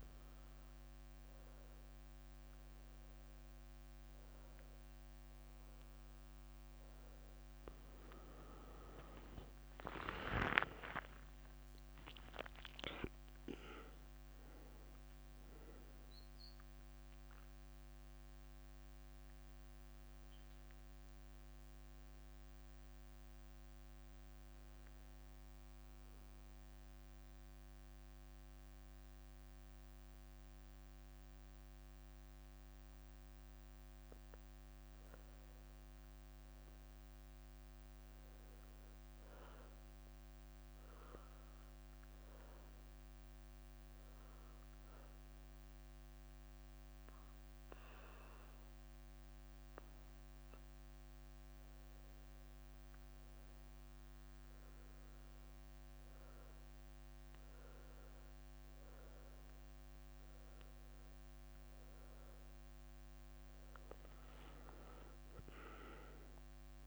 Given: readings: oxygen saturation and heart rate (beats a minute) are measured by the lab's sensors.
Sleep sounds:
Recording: breathing in sleep by a microphone on the trachea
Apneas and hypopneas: 1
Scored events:
1.00-30.00 s: oxygen desaturation (device-marked, oxygen 98% before, 93% lowest, heart rate 65 before, 63 extreme)
5.00-9.50 s: arousal
8.00-10.50 s: leg movement (device-marked)
10.00-12.00 s: long interval between heartbeats (device-marked, heart rate 69 before, 91 extreme)
28.00-62.50 s: mixed apnea (oxygen 98% before, 94% lowest, heart rate 76 before, 65 extreme, up 8 after)
42.00-66.87 s: new sleep stage, N2 (light sleep)
44.00-53.00 s: leg movement (device-marked)
58.00-66.87 s: oxygen desaturation (device-marked, oxygen 97% before, 94% lowest, heart rate 68 before, 65 extreme)
63.50-66.87 s: leg movement (device-marked)
65.00-66.87 s: arousal
From the record:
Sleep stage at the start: N1 (lightest sleep)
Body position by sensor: on the back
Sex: female

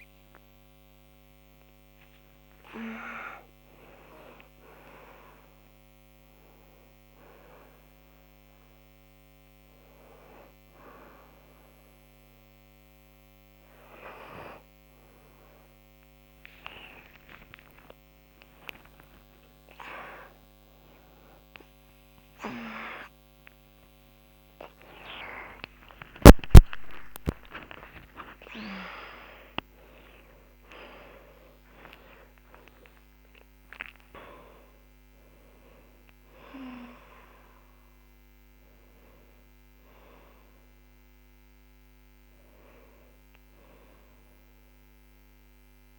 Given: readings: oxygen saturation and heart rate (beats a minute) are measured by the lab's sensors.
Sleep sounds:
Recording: a person awake in a sleep study, by a microphone on the trachea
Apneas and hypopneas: none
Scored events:
28.50-45.99 s: new sleep stage, N2 (light sleep)
From the record:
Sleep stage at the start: awake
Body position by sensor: on the back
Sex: female

